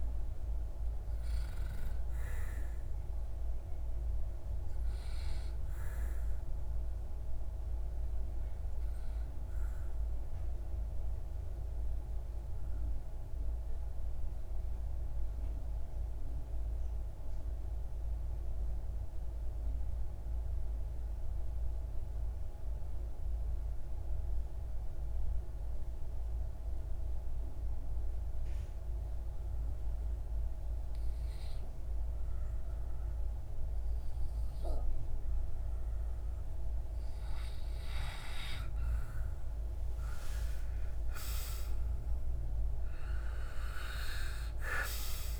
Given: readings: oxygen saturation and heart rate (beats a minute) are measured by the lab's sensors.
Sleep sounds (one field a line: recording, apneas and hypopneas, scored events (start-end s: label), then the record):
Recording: breathing in sleep by a room microphone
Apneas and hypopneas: 1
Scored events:
0.00-18.50 s: oxygen desaturation (device-marked, oxygen 93% lowest)
8.50-35.50 s: obstructive apnea (oxygen 96% before, 93% lowest)
35.50-45.40 s: oxygen desaturation (device-marked, oxygen 97% before, 93% lowest)
37.00-40.50 s: arousal
From the record:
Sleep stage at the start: N2 (light sleep)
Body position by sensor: on the back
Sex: male